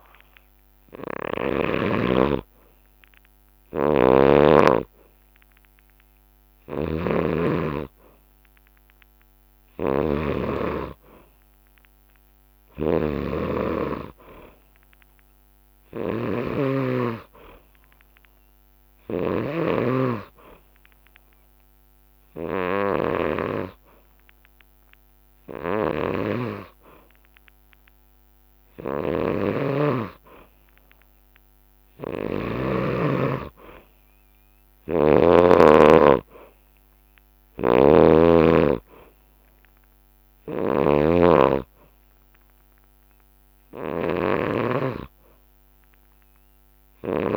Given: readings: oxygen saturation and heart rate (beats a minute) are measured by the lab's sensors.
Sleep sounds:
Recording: breathing in sleep by a microphone on the trachea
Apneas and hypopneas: 1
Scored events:
0.00-1.50 s: snoring (device-marked)
0.00-21.50 s: oxygen desaturation (device-marked, oxygen 92% lowest, heart rate 58 extreme)
3.50-16.50 s: snoring (device-marked)
8.50-16.50 s: bradycardia (device-marked, heart rate 64 before, 58 extreme)
17.00-29.50 s: hypopnea (oxygen 96% before, 93% lowest, heart rate 63 before, 61 extreme, up 8 after)
18.50-32.50 s: snoring (device-marked)
33.00-36.50 s: arousal
37.00-47.37 s: snoring (device-marked)
From the record:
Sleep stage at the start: N2 (light sleep)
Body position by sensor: on the back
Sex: male

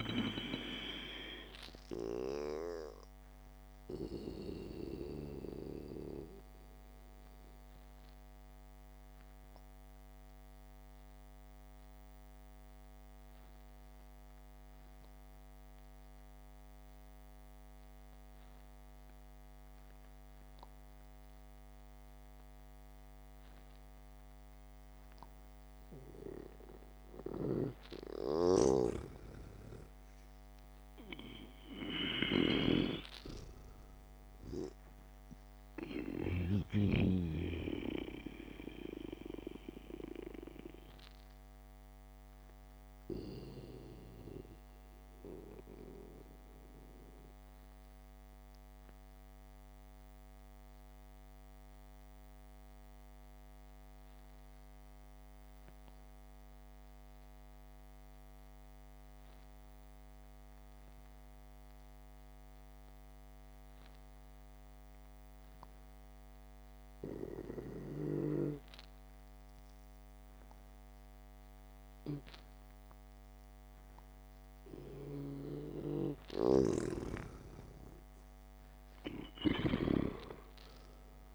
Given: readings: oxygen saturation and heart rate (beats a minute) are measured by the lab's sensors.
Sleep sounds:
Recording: breathing in sleep by a microphone on the trachea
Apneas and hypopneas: 2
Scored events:
0.00-15.50 s: oxygen desaturation (device-marked, oxygen 88% lowest, heart rate 64 extreme)
7.00-26.50 s: obstructive apnea (oxygen 98% before, 88% lowest, heart rate 71 before, 60 extreme, up 1 after)
28.50-32.00 s: arousal
29.50-58.50 s: oxygen desaturation (device-marked, oxygen 97% before, 89% lowest, heart rate 70 before, 57 extreme)
44.00-74.50 s: obstructive apnea (oxygen 98% before, 87% lowest, heart rate 66 before, 57 extreme, up 3 after)
69.50-81.35 s: oxygen desaturation (device-marked, oxygen 99% before, 87% lowest, heart rate 66 before, 57 extreme)
76.00-80.00 s: arousal
77.00-81.00 s: snoring (device-marked)
From the record:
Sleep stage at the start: N2 (light sleep)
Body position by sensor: on the back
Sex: male

